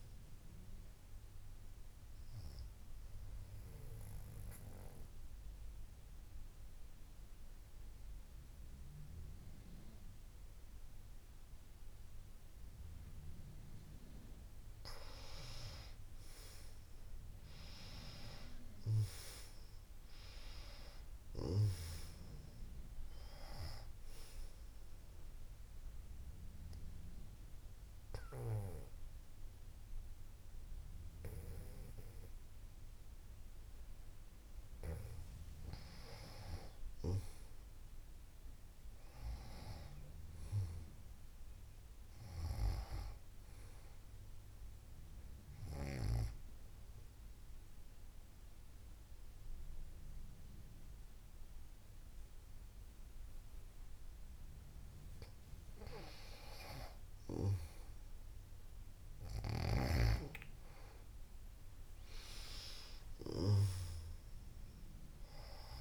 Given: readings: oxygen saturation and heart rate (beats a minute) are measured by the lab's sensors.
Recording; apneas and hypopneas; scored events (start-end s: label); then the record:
breathing in sleep by a room microphone; 3
3.50-15.50 s: mixed apnea (oxygen 97% before, 93% lowest, heart rate 74 before, 54 extreme, up 15 after)
16.50-19.50 s: arousal
21.50-36.50 s: oxygen desaturation (device-marked, oxygen 97% before, 93% lowest, heart rate 59 before, 54 extreme)
25.00-36.00 s: mixed apnea (oxygen 97% before, 93% lowest, heart rate 61 before, 54 extreme, up 10 after)
38.00-42.00 s: arousal
45.00-56.00 s: central apnea (oxygen 97% before, 93% lowest, heart rate 60 before, 55 extreme, up 7 after)
59.00-63.00 s: arousal
From the record:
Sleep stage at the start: N2 (light sleep); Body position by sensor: on the back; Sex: female